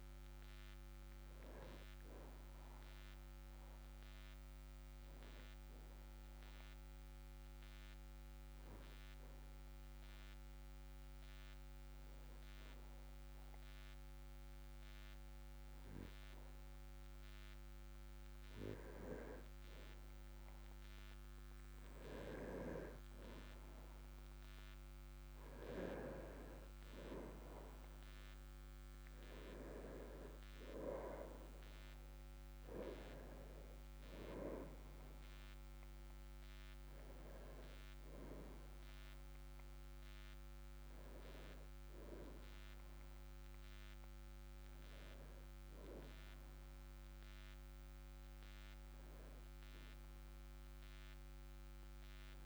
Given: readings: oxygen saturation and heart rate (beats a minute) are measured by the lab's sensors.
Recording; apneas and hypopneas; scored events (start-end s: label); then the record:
breathing in sleep by a microphone on the trachea; 1
8.00-21.50 s: obstructive apnea (oxygen 98% before, 96% lowest, heart rate 51 before, 43 extreme, up 7 after)
23.50-27.00 s: arousal
50.50-52.46 s: arousal
From the record:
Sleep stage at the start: N2 (light sleep); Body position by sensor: on the back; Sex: male